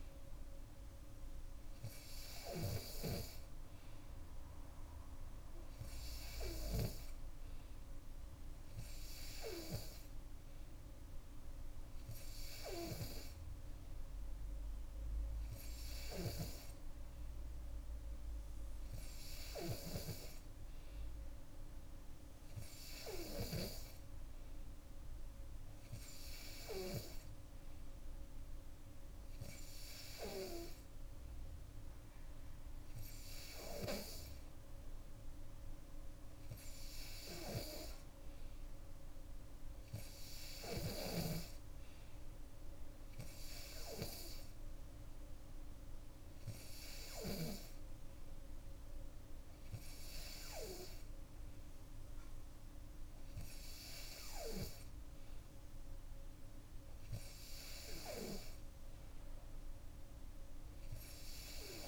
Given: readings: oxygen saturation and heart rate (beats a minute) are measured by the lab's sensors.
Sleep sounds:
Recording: breathing in sleep by a room microphone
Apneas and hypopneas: none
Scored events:
none scored
From the record:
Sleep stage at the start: N2 (light sleep)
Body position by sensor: on the back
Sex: female

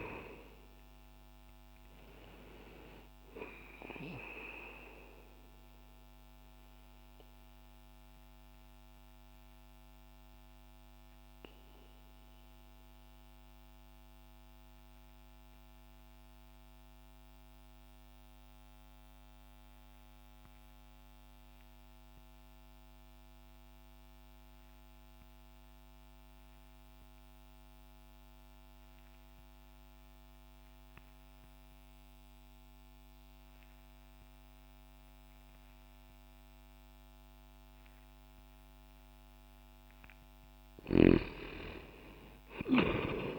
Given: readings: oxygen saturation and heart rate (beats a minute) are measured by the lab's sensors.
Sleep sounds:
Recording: breathing in sleep by a microphone on the trachea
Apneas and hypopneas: 1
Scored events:
0.00-6.50 s: oxygen desaturation (device-marked, oxygen 89% lowest, heart rate 60 extreme)
5.50-38.50 s: obstructive apnea (oxygen 96% before, 83% lowest, heart rate 66 before, 60 extreme, up 14 after)
16.50-29.50 s: oxygen desaturation (device-marked, oxygen 90% before, 83% lowest, heart rate 63 before, 60 extreme)
From the record:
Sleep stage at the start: N2 (light sleep)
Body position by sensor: on the back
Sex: male

